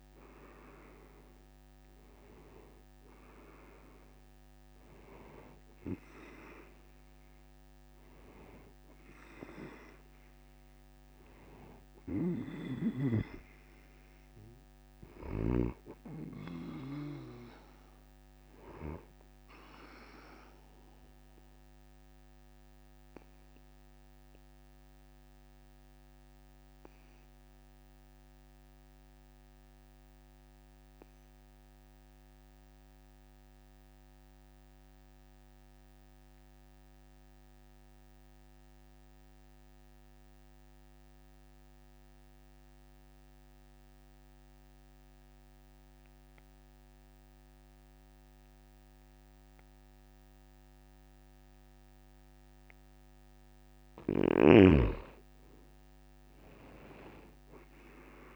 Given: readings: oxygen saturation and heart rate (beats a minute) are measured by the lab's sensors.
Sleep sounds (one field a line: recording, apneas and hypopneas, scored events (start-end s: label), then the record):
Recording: breathing in sleep by a microphone on the trachea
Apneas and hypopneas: 1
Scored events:
0.00-34.00 s: oxygen desaturation (device-marked, oxygen 83% lowest, heart rate 50 extreme)
20.50-53.50 s: obstructive apnea (oxygen 96% before, 83% lowest, heart rate 60 before, 50 extreme, up 9 after)
54.00-58.36 s: oxygen desaturation (device-marked, oxygen 97% before, 83% lowest, heart rate 52 before, 49 extreme)
56.50-58.36 s: arousal
From the record:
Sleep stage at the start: N2 (light sleep)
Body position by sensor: on the back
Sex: male